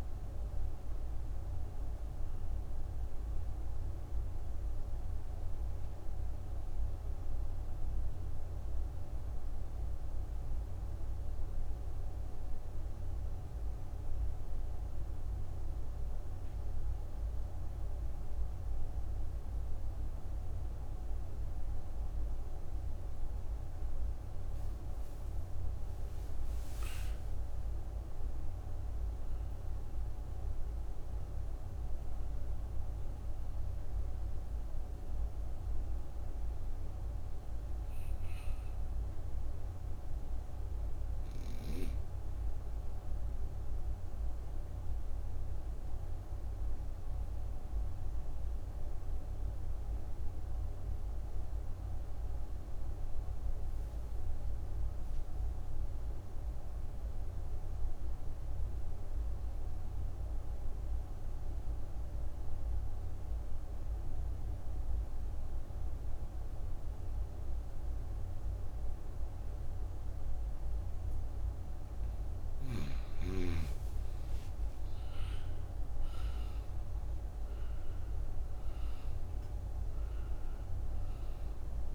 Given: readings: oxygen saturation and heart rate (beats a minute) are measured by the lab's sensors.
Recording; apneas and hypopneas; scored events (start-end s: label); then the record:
breathing in sleep, hard to hear, by a room microphone; 2
0.00-18.50 s: oxygen desaturation (device-marked, oxygen 85% lowest)
3.00-24.50 s: obstructive apnea (oxygen 96% before, 85% lowest)
26.00-29.00 s: arousal
31.50-57.50 s: oxygen desaturation (device-marked, oxygen 98% before, 91% lowest)
43.00-71.50 s: obstructive apnea (oxygen 98% before, 85% lowest)
67.50-81.95 s: oxygen desaturation (device-marked, oxygen 98% before, 85% lowest)
73.50-77.00 s: arousal
From the record:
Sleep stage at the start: N2 (light sleep); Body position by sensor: on the right side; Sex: female